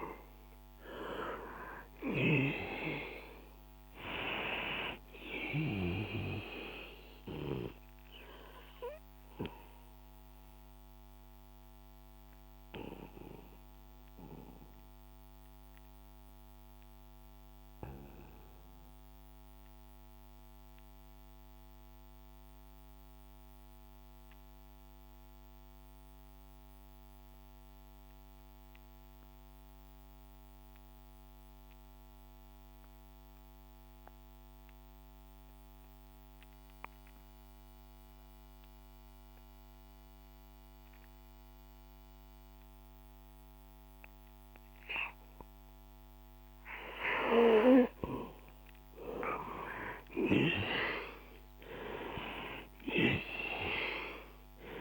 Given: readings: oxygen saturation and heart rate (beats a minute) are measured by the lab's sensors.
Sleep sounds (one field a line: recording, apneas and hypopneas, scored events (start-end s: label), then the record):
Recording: breathing in sleep by a microphone on the trachea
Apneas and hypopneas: 1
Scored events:
0.00-2.00 s: arousal
0.00-28.50 s: oxygen desaturation (device-marked, oxygen 87% lowest, heart rate 60 extreme)
7.00-48.00 s: obstructive apnea (oxygen 98% before, 85% lowest, heart rate 67 before, 58 extreme, up 9 after)
43.50-54.81 s: oxygen desaturation (device-marked, oxygen 98% before, 85% lowest, heart rate 63 before, 58 extreme)
49.00-53.00 s: arousal
From the record:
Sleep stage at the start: N2 (light sleep)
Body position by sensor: on the back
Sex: male